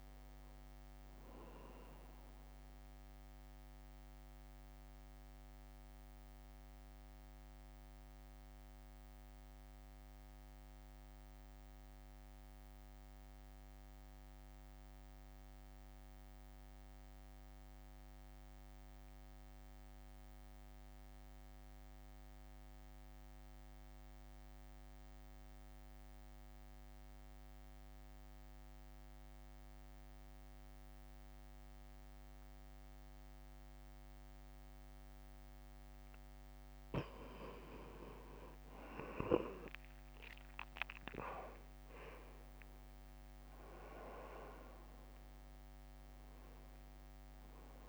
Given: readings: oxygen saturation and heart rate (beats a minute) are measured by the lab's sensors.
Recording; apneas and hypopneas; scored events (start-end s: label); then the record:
breathing in sleep by a microphone on the trachea; 1
0.00-3.50 s: drop in pulse transit time (device-marked, heart rate 57 extreme)
0.00-13.50 s: oxygen desaturation (device-marked, oxygen 89% lowest, heart rate 56 extreme)
4.50-35.00 s: mixed apnea (oxygen 97% before, 86% lowest, heart rate 59 before, 57 extreme, up 4 after)
31.50-47.89 s: oxygen desaturation (device-marked, oxygen 97% before, 86% lowest, heart rate 61 before, 57 extreme)
39.00-43.50 s: arousal
43.50-47.89 s: drop in pulse transit time (device-marked, heart rate 62 before, 57 extreme)
From the record:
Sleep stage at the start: N2 (light sleep); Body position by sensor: on the right side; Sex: male